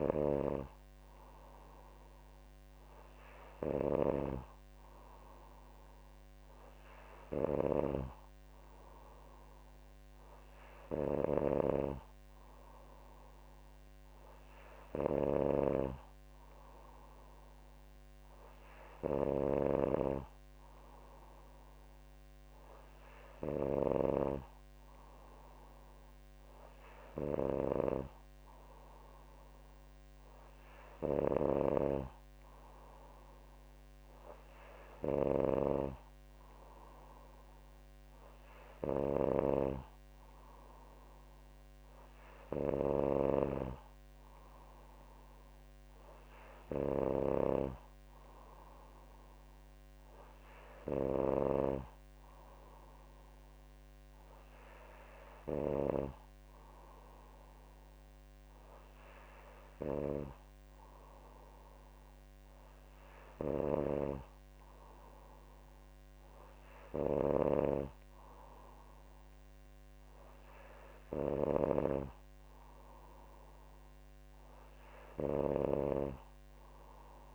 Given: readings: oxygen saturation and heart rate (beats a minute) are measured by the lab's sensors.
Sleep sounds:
breathing in sleep by a microphone on the trachea; none
none scored
From the record:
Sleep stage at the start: N2 (light sleep); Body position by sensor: on the back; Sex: female

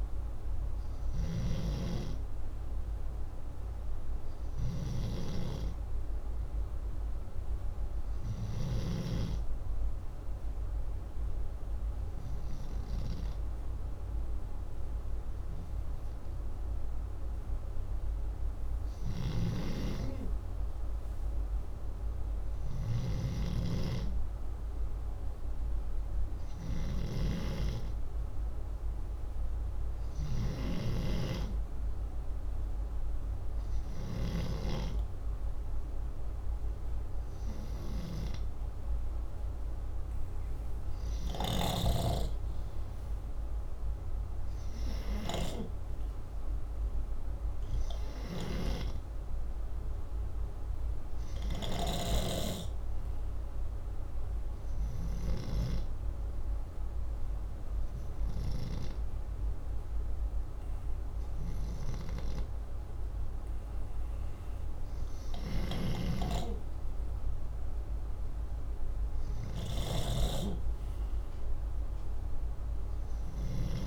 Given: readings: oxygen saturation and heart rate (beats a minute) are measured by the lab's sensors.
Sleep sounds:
breathing in sleep by a room microphone; 1
0.00-8.00 s: oxygen desaturation (device-marked, oxygen 84% lowest, heart rate 60 extreme)
8.50-21.00 s: hypopnea (oxygen 97% before, 90% lowest, heart rate 67 before, 61 extreme, up 6 after)
18.50-34.00 s: snoring (device-marked)
23.00-26.00 s: arousal
23.00-35.00 s: oxygen desaturation (device-marked, oxygen 98% before, 93% lowest, heart rate 61 before, 64 extreme)
43.00-58.00 s: oxygen desaturation (device-marked, oxygen 95% before, 90% lowest, heart rate 66 before, 62 extreme)
65.50-73.50 s: snoring (device-marked)
From the record:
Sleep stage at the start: N2 (light sleep); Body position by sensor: upright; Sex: male

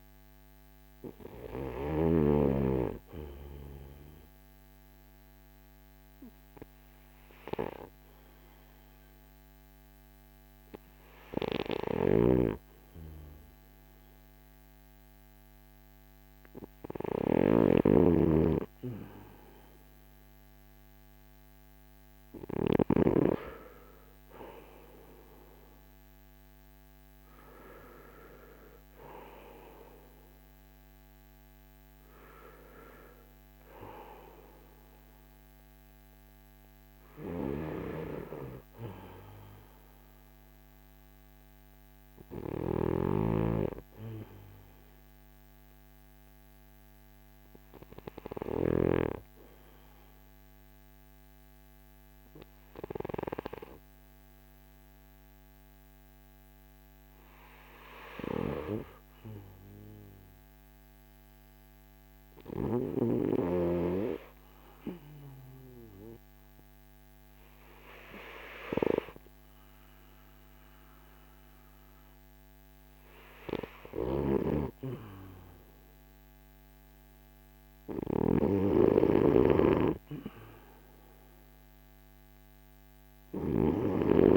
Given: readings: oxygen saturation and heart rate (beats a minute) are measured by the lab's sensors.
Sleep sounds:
breathing in sleep by a microphone on the trachea; 1
11.00-22.50 s: snoring (device-marked)
11.50-16.50 s: arousal
46.50-73.50 s: hypopnea (oxygen 96% before, 94% lowest, heart rate 52 before, 40 extreme, up 3 after)
75.50-80.50 s: arousal
77.50-84.37 s: snoring (device-marked)
From the record:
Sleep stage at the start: N2 (light sleep); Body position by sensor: on the back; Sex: male

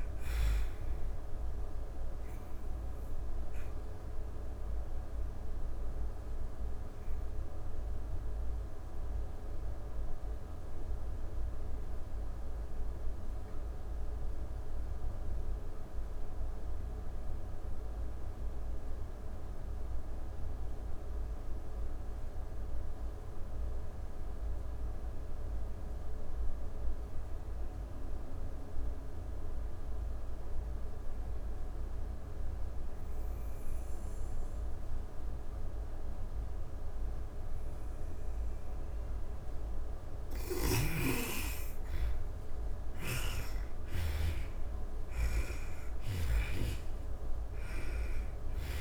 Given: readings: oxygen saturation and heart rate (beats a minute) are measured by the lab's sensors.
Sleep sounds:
breathing in sleep, hard to hear, by a room microphone; 1
0.00-22.00 s: oxygen desaturation (device-marked, oxygen 79% lowest)
1.00-38.50 s: obstructive apnea (oxygen 99% before, 79% lowest)
37.00-48.81 s: oxygen desaturation (device-marked, oxygen 98% before, 82% lowest)
39.00-47.50 s: snoring (device-marked)
41.50-46.50 s: arousal
From the record:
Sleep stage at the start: N2 (light sleep); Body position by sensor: on the back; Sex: female

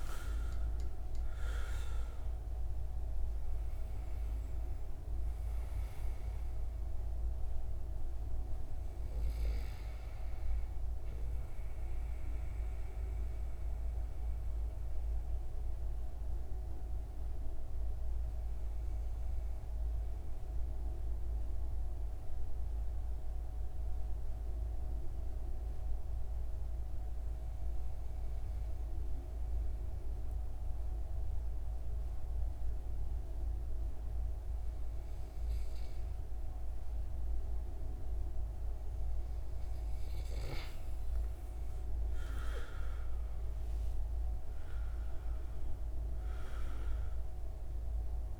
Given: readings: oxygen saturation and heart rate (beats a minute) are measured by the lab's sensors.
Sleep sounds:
breathing in sleep, hard to hear, by a room microphone; 1
0.00-3.50 s: arousal
0.00-22.50 s: oxygen desaturation (device-marked, oxygen 92% lowest)
13.00-38.50 s: mixed apnea (oxygen 97% before, 92% lowest)
39.50-48.40 s: oxygen desaturation (device-marked, oxygen 97% before, 92% lowest)
41.00-43.50 s: arousal
From the record:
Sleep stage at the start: N2 (light sleep); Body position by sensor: on the right side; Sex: male

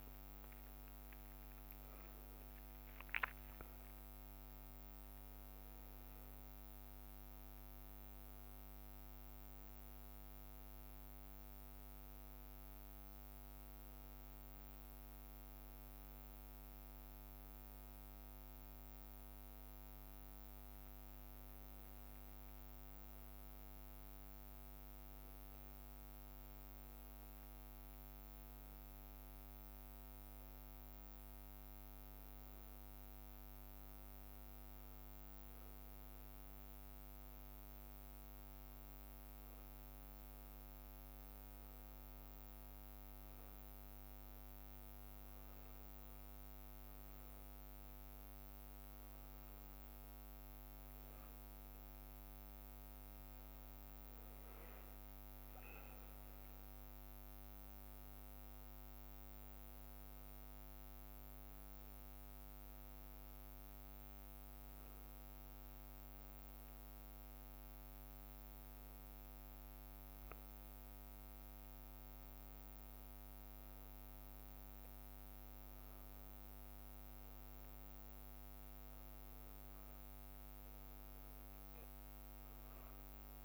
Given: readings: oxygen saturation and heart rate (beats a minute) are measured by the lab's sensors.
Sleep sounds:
a person awake in a sleep study, hard to hear, by a microphone on the trachea; none
2.00-39.00 s: drop in pulse transit time (device-marked, heart rate 64 before, 60 extreme)
8.50-15.00 s: leg movement (device-marked)
27.00-33.00 s: leg movement (device-marked)
33.00-43.00 s: leg movement (device-marked)
43.50-48.50 s: leg movement (device-marked)
49.00-54.50 s: leg movement (device-marked)
55.50-62.00 s: leg movement (device-marked)
63.50-71.00 s: leg movement (device-marked)
72.50-79.00 s: leg movement (device-marked)
80.00-83.45 s: leg movement (device-marked)
From the record:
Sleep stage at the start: awake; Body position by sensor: on the back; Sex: male

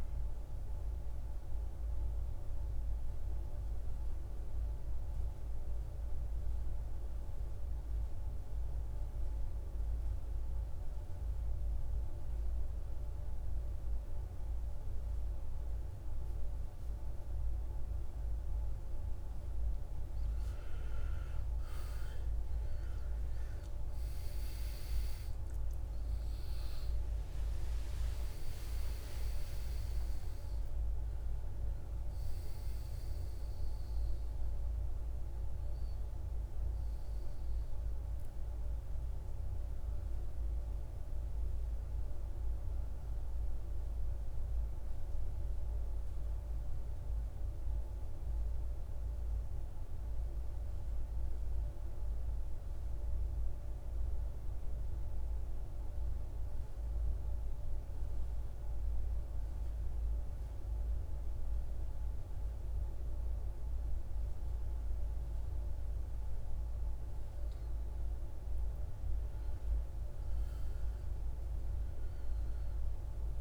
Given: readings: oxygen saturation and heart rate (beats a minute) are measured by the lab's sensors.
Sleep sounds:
breathing in sleep, hard to hear, by a room microphone; 2
0.00-12.50 s: oxygen desaturation (device-marked, oxygen 92% lowest, heart rate 58 extreme)
4.00-19.00 s: obstructive apnea (oxygen 97% before, 88% lowest, heart rate 58 before, 58 extreme, up 15 after)
21.50-39.50 s: oxygen desaturation (device-marked, oxygen 96% before, 88% lowest, heart rate 60 before, 52 extreme)
22.50-28.00 s: arousal
50.00-67.00 s: mixed apnea (oxygen 98% before, 90% lowest, heart rate 64 before, 52 extreme, up 11 after)
69.00-72.50 s: arousal
71.50-73.41 s: oxygen desaturation (device-marked, oxygen 98% before, 90% lowest, heart rate 54 before, 52 extreme)
From the record:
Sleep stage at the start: N2 (light sleep); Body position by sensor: on the back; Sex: male

